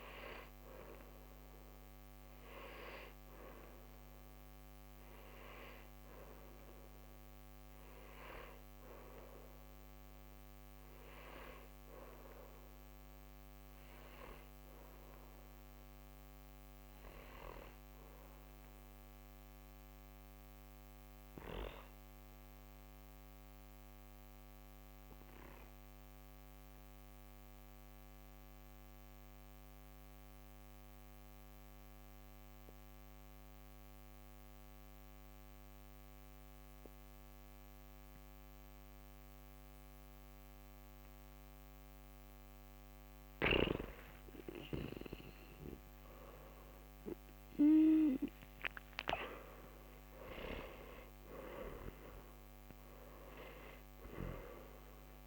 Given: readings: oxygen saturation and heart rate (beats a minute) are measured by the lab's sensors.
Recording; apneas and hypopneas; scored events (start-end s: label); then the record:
breathing in sleep by a microphone on the trachea; 1
0.00-13.00 s: oxygen desaturation (device-marked, oxygen 92% lowest, heart rate 48 extreme)
15.00-18.00 s: arousal
20.00-42.50 s: mixed apnea (oxygen 96% before, 92% lowest, heart rate 63 before, 48 extreme, up 12 after)
44.50-48.50 s: arousal
From the record:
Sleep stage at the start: N2 (light sleep); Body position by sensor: on the back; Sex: male